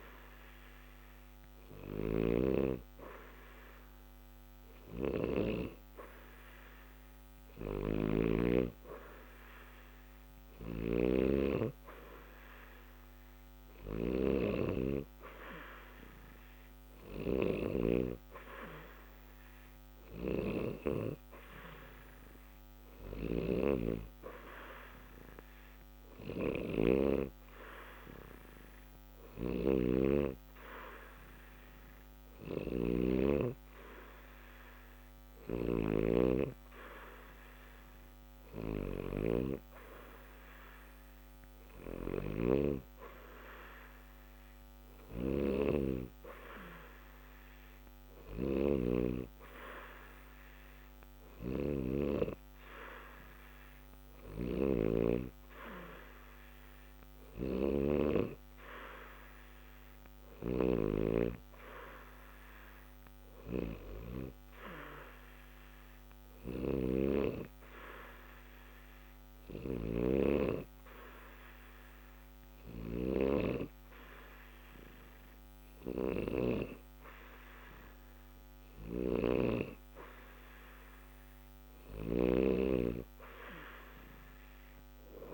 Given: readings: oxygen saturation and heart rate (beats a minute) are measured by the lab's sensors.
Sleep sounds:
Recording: breathing in sleep by a microphone on the trachea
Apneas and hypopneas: 1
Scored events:
26.00-35.50 s: snoring (device-marked)
57.00-61.00 s: arousal
66.00-80.00 s: hypopnea (oxygen 89% before, 88% lowest, heart rate 60 before, 60 extreme, up 0 after)
82.00-85.34 s: arousal
From the record:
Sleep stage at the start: N2 (light sleep)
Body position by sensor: on the back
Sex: male

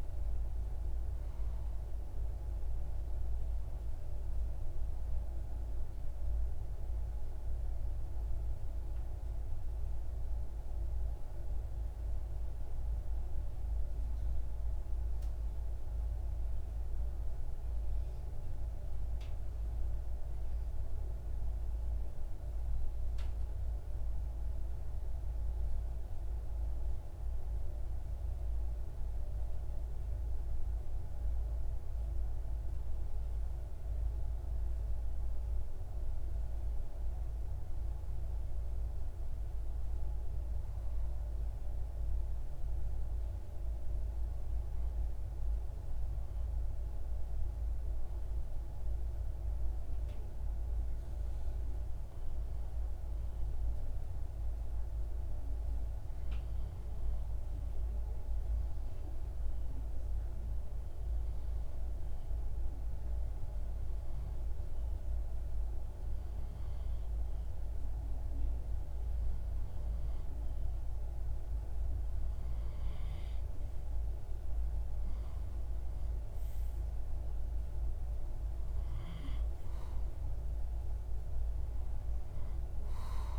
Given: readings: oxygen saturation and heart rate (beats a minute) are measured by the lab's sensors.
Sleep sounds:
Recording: breathing in sleep, hard to hear, by a room microphone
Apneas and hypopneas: 1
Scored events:
1.50-68.50 s: hypopnea (oxygen 95% before, 92% lowest)
45.00-49.00 s: oxygen desaturation (device-marked, oxygen 96% before, 95% lowest)
72.50-77.00 s: arousal
From the record:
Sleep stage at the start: REM sleep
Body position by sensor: on the left side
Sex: male

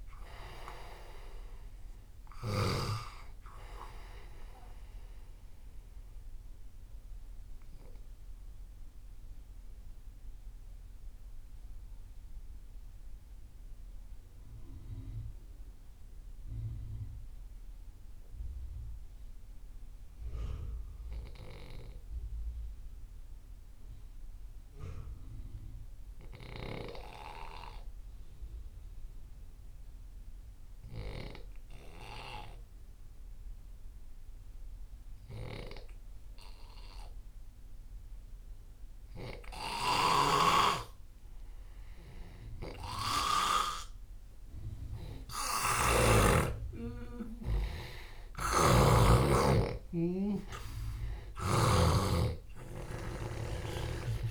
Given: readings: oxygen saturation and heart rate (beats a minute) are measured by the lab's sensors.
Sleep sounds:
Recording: breathing in sleep by a room microphone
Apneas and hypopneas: 1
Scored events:
0.00-19.50 s: oxygen desaturation (device-marked, oxygen 84% lowest)
8.50-43.00 s: mixed apnea (oxygen 97% before, 84% lowest)
35.50-54.31 s: oxygen desaturation (device-marked, oxygen 98% before, 89% lowest)
39.50-43.50 s: snoring (device-marked)
46.50-50.50 s: arousal
48.00-51.50 s: snoring (device-marked)
From the record:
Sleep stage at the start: N2 (light sleep)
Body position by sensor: on the left side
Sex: male

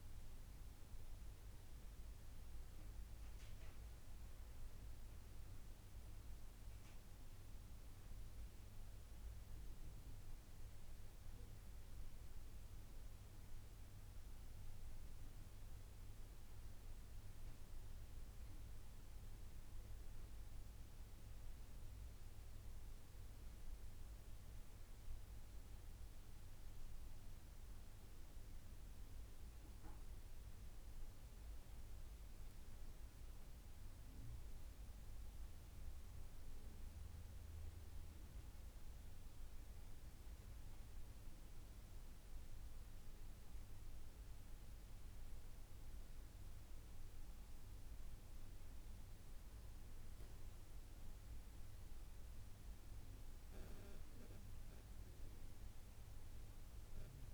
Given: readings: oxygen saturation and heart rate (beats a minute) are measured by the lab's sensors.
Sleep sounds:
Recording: breathing in sleep, hard to hear, by a room microphone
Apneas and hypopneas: none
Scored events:
none scored
From the record:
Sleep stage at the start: N2 (light sleep)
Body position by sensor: upright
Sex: female

